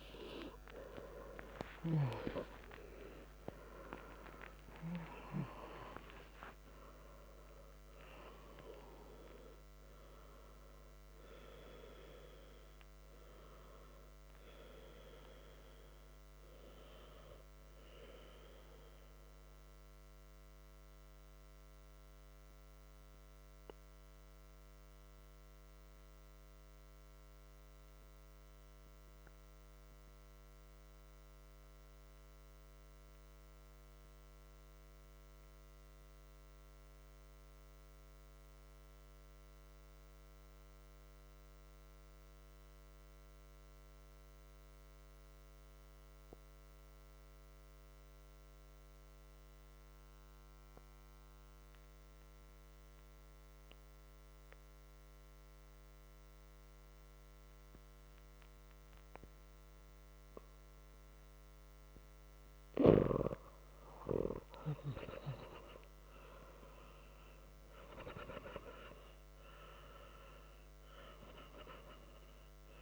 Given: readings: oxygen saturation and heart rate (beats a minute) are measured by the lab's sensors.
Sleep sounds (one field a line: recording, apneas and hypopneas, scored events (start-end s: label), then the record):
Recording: breathing in sleep by a microphone on the trachea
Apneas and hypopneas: 1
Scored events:
0.00-7.00 s: oxygen desaturation (device-marked, oxygen 88% lowest, heart rate 59 extreme)
9.00-19.00 s: oxygen desaturation (device-marked, oxygen 91% before, 88% lowest, heart rate 127 before, 60 extreme)
20.00-60.00 s: mixed apnea (oxygen 98% before, 91% lowest, heart rate 108 before, 59 extreme, up 13 after)
53.00-72.82 s: oxygen desaturation (device-marked, oxygen 97% before, 91% lowest, heart rate 60 before, 59 extreme)
60.50-65.50 s: arousal
From the record:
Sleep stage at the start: N2 (light sleep)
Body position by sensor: on the back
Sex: male